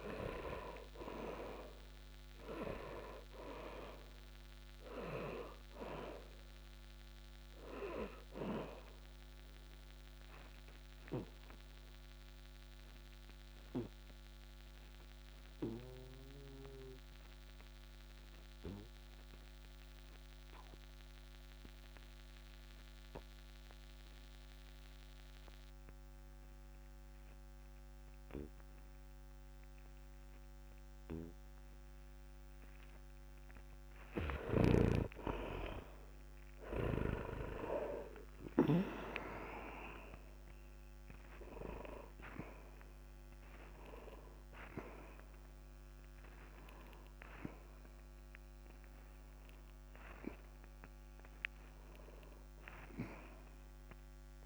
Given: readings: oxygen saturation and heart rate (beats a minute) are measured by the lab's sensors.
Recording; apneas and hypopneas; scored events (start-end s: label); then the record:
breathing in sleep by a microphone on the trachea; 1
0.00-23.00 s: oxygen desaturation (device-marked, oxygen 65% lowest, heart rate 55 extreme)
9.00-33.00 s: obstructive apnea (oxygen 99% before, 65% lowest, heart rate 57 before, 55 extreme, up 2 after)
32.00-54.46 s: oxygen desaturation (device-marked, oxygen 100% before, 74% lowest, heart rate 68 before, 57 extreme)
35.00-39.00 s: arousal
From the record:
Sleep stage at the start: N2 (light sleep); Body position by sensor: on the back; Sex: male